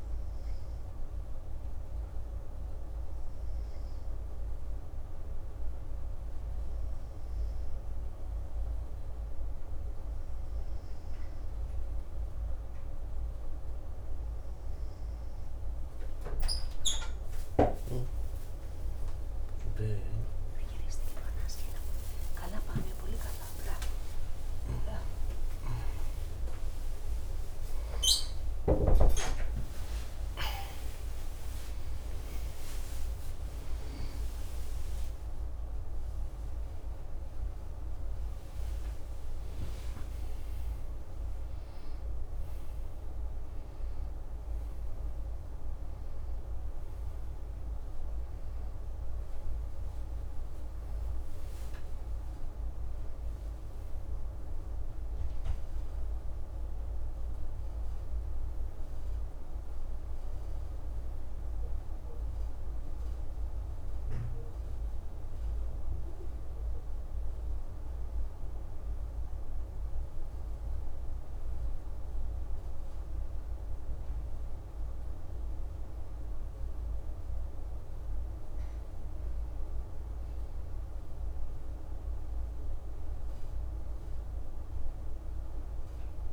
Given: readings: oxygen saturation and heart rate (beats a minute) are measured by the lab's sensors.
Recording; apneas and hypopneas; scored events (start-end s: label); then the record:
a person partly awake in a sleep study, by a room microphone; none
31.00-61.00 s: new sleep stage, awake
61.00-86.33 s: new sleep stage, N1 (lightest sleep)
From the record:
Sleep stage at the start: N2 (light sleep); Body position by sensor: on the back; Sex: male